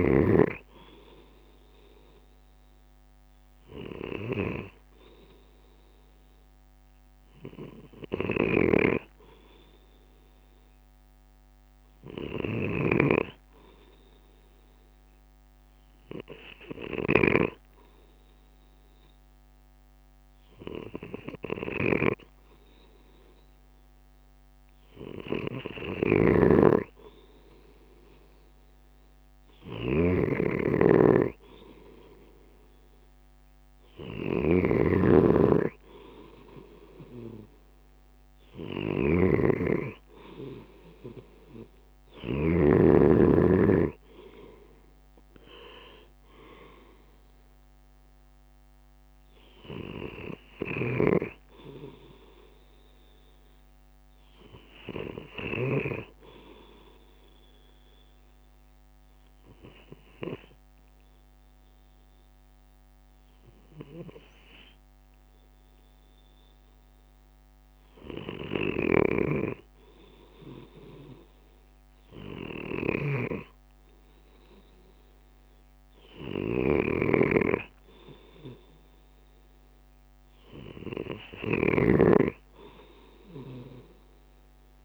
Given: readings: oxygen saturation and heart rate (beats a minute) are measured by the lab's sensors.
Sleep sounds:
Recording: breathing in sleep by a microphone on the trachea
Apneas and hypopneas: 2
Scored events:
0.00-6.50 s: drop in pulse transit time (device-marked, heart rate 57 extreme)
13.50-26.00 s: hypopnea (oxygen 96% before, 92% lowest, heart rate 57 before, 56 extreme, up 4 after)
30.00-34.50 s: arousal
56.50-69.50 s: obstructive apnea (oxygen 94% before, 92% lowest, heart rate 59 before, 55 extreme, up 5 after)
72.00-75.50 s: arousal
72.50-81.50 s: drop in pulse transit time (device-marked, heart rate 56 before, 56 extreme)
From the record:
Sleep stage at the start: N2 (light sleep)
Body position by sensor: on the left side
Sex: male

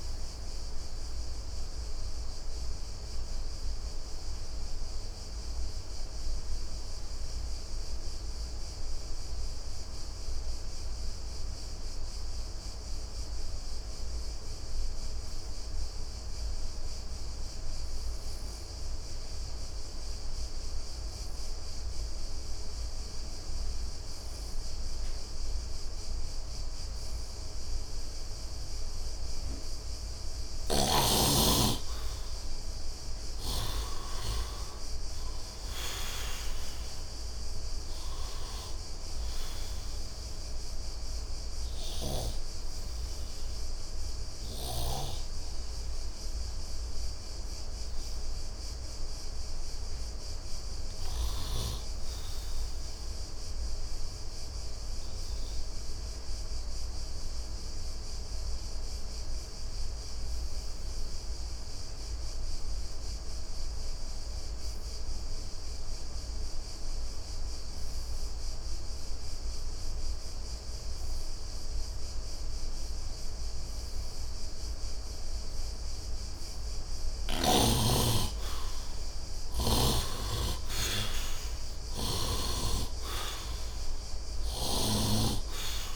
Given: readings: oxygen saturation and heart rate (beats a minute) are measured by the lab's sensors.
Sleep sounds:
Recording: breathing in sleep by a room microphone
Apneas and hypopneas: 2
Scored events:
2.50-28.50 s: obstructive apnea (oxygen 100% before, 71% lowest, heart rate 83 before, 67 extreme, up 15 after)
18.50-59.50 s: oxygen desaturation (device-marked, oxygen 97% before, 71% lowest, heart rate 76 before, 67 extreme)
30.00-33.50 s: snoring (device-marked)
32.00-36.00 s: arousal
46.00-73.50 s: obstructive apnea (oxygen 95% before, 71% lowest, heart rate 80 before, 72 extreme, up 11 after)
73.50-85.96 s: oxygen desaturation (device-marked, oxygen 99% before, 72% lowest, heart rate 74 before, 72 extreme)
76.00-79.50 s: arousal
From the record:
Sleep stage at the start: N2 (light sleep)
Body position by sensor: on the right side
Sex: male

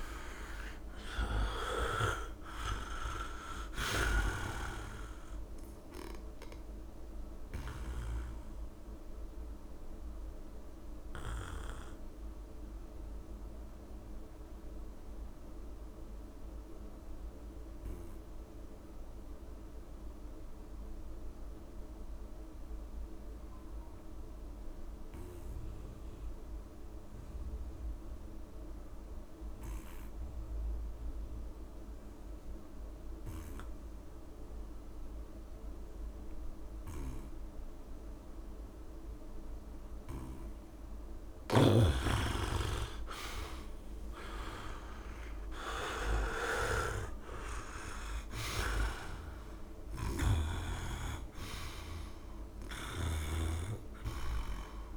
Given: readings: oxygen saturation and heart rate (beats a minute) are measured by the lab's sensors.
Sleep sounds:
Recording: breathing in sleep by a room microphone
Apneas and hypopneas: 1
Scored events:
0.00-1.00 s: long interval between heartbeats (device-marked, heart rate 89 extreme)
0.00-2.00 s: snoring (device-marked)
0.00-3.50 s: arousal
0.00-22.00 s: oxygen desaturation (device-marked, oxygen 85% lowest, heart rate 67 extreme)
4.00-6.00 s: long interval between heartbeats (device-marked, heart rate 81 before, 91 extreme)
4.00-11.50 s: snoring (device-marked)
9.00-40.00 s: obstructive apnea (oxygen 100% before, 82% lowest, heart rate 84 before, 67 extreme, up 48 after)
35.00-54.96 s: oxygen desaturation (device-marked, oxygen 99% before, 82% lowest, heart rate 68 before, 67 extreme)
36.00-38.00 s: long interval between heartbeats (device-marked, heart rate 68 before, 79 extreme)
39.50-41.50 s: long interval between heartbeats (device-marked, heart rate 70 before, 88 extreme)
41.00-50.50 s: snoring (device-marked)
43.00-47.00 s: arousal
44.00-46.00 s: long interval between heartbeats (device-marked, heart rate 78 before, 111 extreme)
From the record:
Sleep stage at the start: N2 (light sleep)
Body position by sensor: on the back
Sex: male

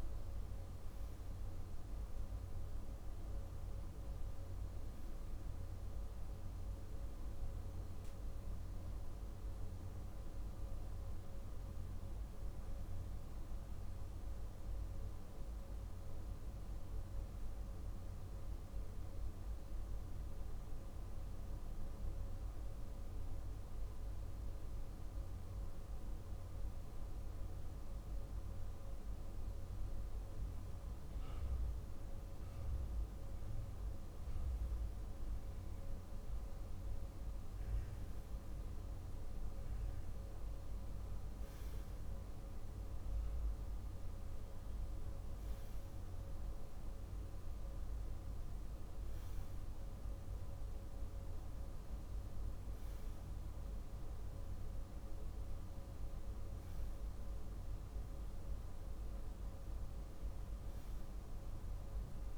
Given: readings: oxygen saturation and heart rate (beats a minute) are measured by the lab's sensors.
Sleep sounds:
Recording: breathing in sleep, hard to hear, by a room microphone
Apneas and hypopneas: none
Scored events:
none scored
From the record:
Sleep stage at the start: REM sleep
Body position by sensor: on the left side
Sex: male

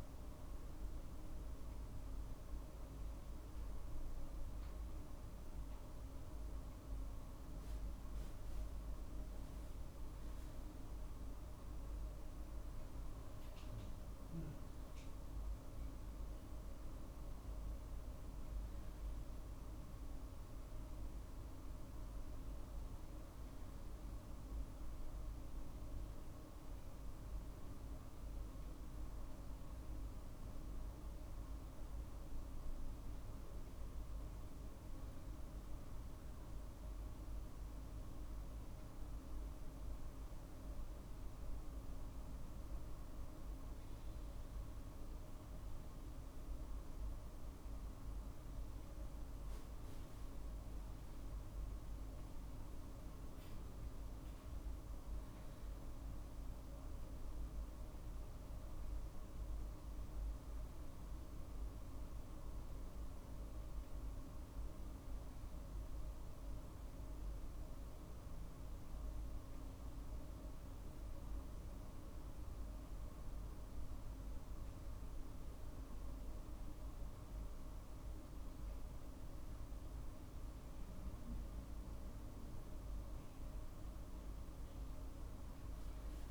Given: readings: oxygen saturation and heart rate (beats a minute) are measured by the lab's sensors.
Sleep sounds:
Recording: breathing in sleep, hard to hear, by a room microphone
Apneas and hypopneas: none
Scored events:
14.50-26.50 s: drop in pulse transit time (device-marked, heart rate 51 before, 51 extreme)
56.50-74.50 s: drop in pulse transit time (device-marked, heart rate 51 before, 51 extreme)
From the record:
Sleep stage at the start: N2 (light sleep)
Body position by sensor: on the right side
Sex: male

